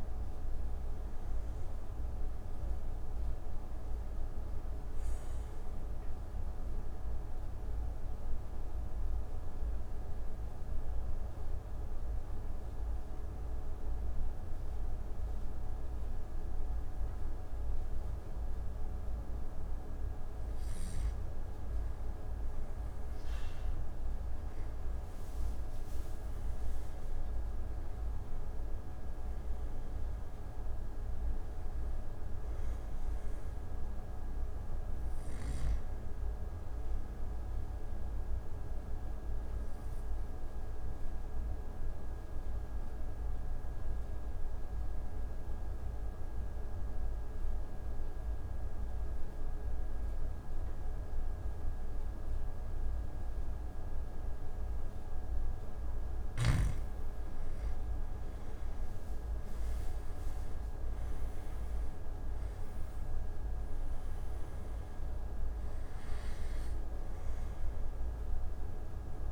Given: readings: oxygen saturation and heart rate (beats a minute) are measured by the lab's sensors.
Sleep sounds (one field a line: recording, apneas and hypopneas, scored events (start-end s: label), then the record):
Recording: breathing in sleep, hard to hear, by a room microphone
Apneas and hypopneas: 2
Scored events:
0.00-16.50 s: oxygen desaturation (device-marked, oxygen 87% lowest)
5.00-19.50 s: mixed apnea (oxygen 93% before, 87% lowest)
24.00-29.50 s: arousal
33.50-48.50 s: oxygen desaturation (device-marked, oxygen 97% before, 91% lowest)
38.50-56.00 s: hypopnea (oxygen 97% before, 87% lowest)
58.50-63.00 s: arousal
59.50-69.32 s: oxygen desaturation (device-marked, oxygen 97% before, 87% lowest)
From the record:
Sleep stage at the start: N2 (light sleep)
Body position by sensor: on the back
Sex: male